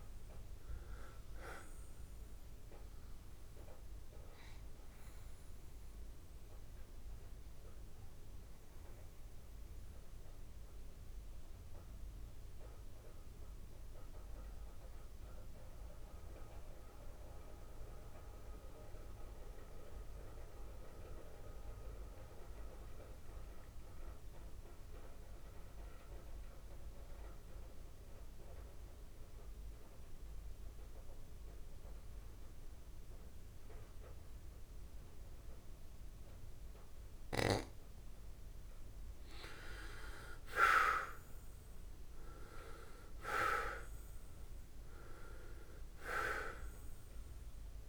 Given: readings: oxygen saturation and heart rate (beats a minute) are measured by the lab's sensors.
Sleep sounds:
breathing in sleep by a room microphone; 1
0.00-27.50 s: oxygen desaturation (device-marked, oxygen 86% lowest, heart rate 67 extreme)
8.00-37.50 s: mixed apnea (oxygen 99% before, 84% lowest, heart rate 90 before, 67 extreme, up 1 after)
38.50-47.89 s: oxygen desaturation (device-marked, oxygen 99% before, 84% lowest, heart rate 153 before, 64 extreme)
39.00-42.50 s: arousal
From the record:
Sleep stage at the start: N2 (light sleep); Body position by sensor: on the back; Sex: male

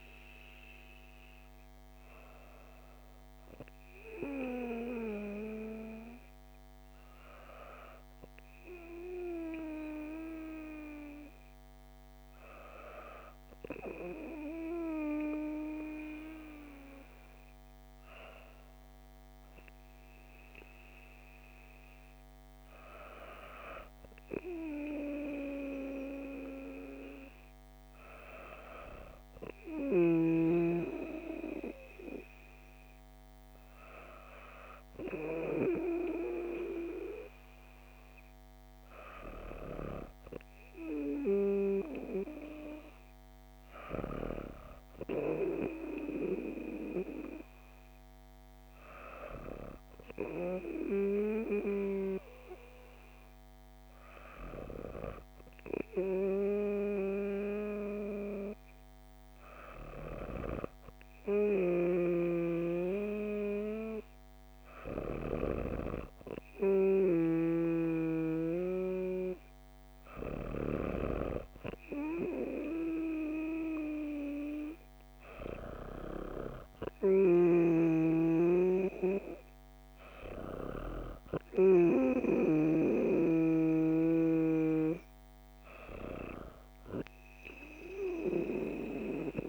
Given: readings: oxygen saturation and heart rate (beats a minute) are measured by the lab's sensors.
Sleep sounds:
breathing in sleep by a microphone on the trachea; none
none scored
From the record:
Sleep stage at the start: N2 (light sleep); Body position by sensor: on the back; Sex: female

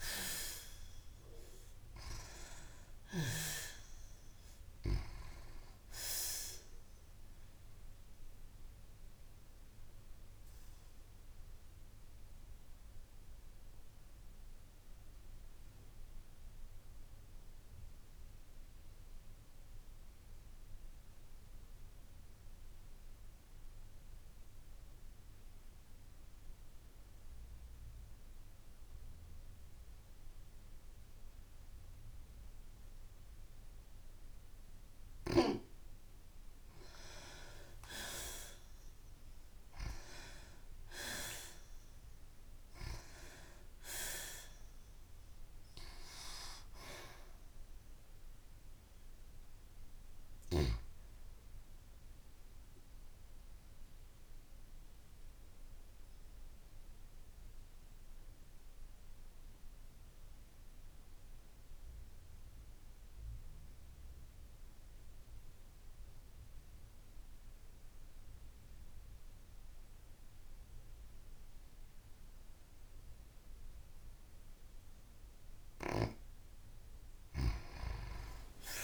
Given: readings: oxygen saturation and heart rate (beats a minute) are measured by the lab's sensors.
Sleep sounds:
breathing in sleep by a room microphone; 2
0.00-2.00 s: arousal
0.00-3.50 s: oxygen desaturation (device-marked, oxygen 86% lowest, heart rate 54 extreme)
8.00-35.50 s: obstructive apnea (oxygen 96% before, 86% lowest, heart rate 56 before, 53 extreme, up 16 after)
36.50-71.50 s: oxygen desaturation (device-marked, oxygen 96% before, 86% lowest, heart rate 55 before, 43 extreme)
37.00-40.00 s: arousal
54.00-74.50 s: obstructive apnea (oxygen 96% before, 86% lowest, heart rate 62 before, 43 extreme, up 58 after)
73.50-78.84 s: oxygen desaturation (device-marked, oxygen 94% before, 88% lowest, heart rate 56 before, 43 extreme)
From the record:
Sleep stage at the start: N2 (light sleep); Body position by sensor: on the back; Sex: female

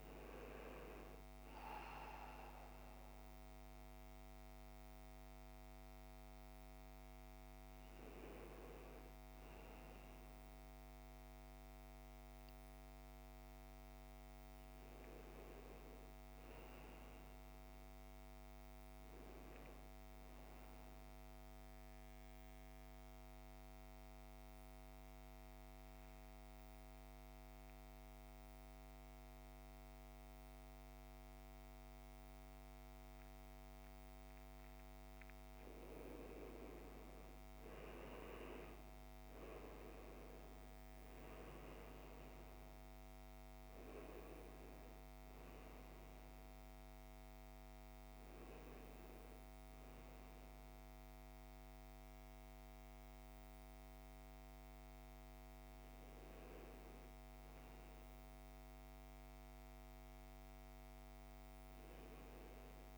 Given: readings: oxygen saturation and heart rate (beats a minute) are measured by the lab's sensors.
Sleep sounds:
a person awake in a sleep study, by a microphone on the trachea; none
17.00-34.00 s: oxygen desaturation (device-marked, oxygen 97% before, 94% lowest, heart rate 66 before, 63 extreme)
39.00-62.98 s: new sleep stage, N1 (lightest sleep)
41.00-53.00 s: oxygen desaturation (device-marked, oxygen 96% before, 88% lowest, heart rate 64 before, 63 extreme)
From the record:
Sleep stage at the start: awake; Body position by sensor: on the right side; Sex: male

